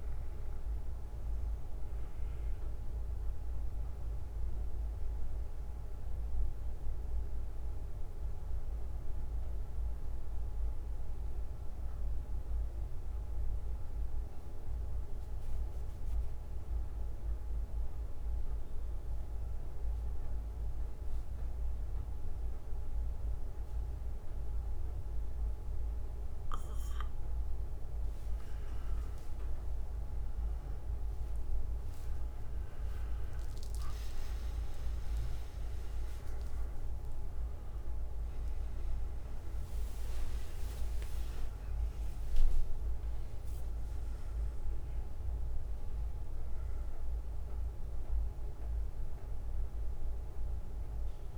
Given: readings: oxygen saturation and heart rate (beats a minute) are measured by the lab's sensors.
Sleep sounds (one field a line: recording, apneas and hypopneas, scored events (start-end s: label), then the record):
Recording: breathing in sleep, hard to hear, by a room microphone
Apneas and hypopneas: 1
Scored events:
8.00-27.00 s: bradycardia (device-marked, heart rate 60 before, 50 extreme)
11.50-28.50 s: obstructive apnea (oxygen 96% before, 93% lowest, heart rate 67 before, 50 extreme, up 13 after)
39.50-44.50 s: arousal
From the record:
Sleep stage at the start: N2 (light sleep)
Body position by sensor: on the back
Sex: male